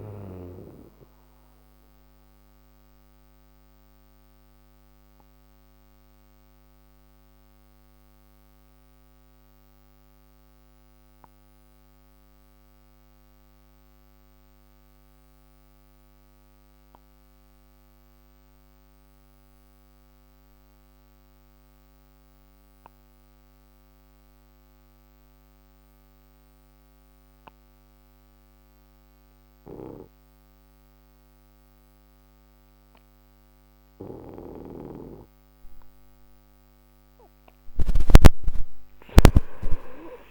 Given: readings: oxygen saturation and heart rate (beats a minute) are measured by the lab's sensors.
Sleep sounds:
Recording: breathing in sleep by a microphone on the trachea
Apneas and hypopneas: 1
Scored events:
0.00-15.50 s: oxygen desaturation (device-marked, oxygen 86% lowest, heart rate 27 extreme)
1.50-33.00 s: obstructive apnea (oxygen 96% before, 86% lowest)
29.50-40.31 s: oxygen desaturation (device-marked, oxygen 98% before, 89% lowest)
36.50-40.00 s: arousal
From the record:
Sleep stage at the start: N2 (light sleep)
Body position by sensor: on the right side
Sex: male

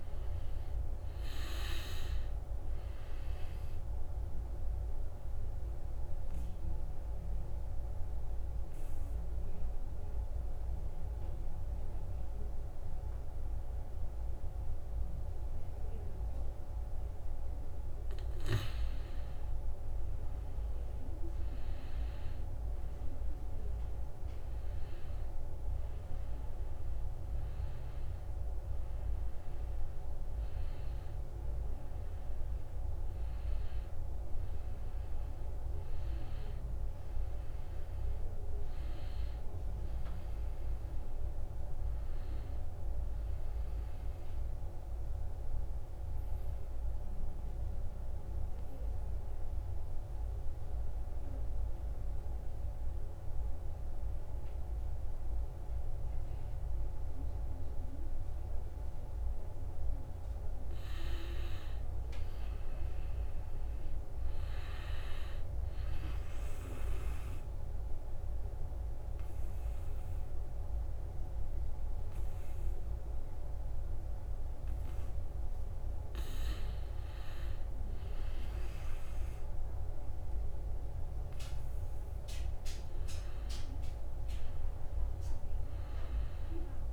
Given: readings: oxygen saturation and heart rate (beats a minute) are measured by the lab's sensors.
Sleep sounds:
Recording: breathing in sleep, hard to hear, by a room microphone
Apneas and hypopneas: 3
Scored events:
0.00-17.00 s: oxygen desaturation (device-marked, oxygen 92% lowest, heart rate 66 extreme)
4.50-17.00 s: obstructive apnea (oxygen 97% before, 89% lowest, heart rate 68 before, 67 extreme, up 6 after)
19.00-24.50 s: arousal
24.00-42.00 s: oxygen desaturation (device-marked, oxygen 95% before, 89% lowest, heart rate 69 before, 68 extreme)
45.00-60.00 s: obstructive apnea (oxygen 97% before, 89% lowest, heart rate 73 before, 68 extreme, up 4 after)
61.50-64.50 s: arousal
63.00-80.00 s: oxygen desaturation (device-marked, oxygen 96% before, 89% lowest, heart rate 70 before, 67 extreme)
66.00-76.50 s: obstructive apnea (oxygen 97% before, 89% lowest, heart rate 70 before, 67 extreme, up 5 after)
83.00-86.93 s: arousal
From the record:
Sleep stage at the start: N2 (light sleep)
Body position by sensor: on the back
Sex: male

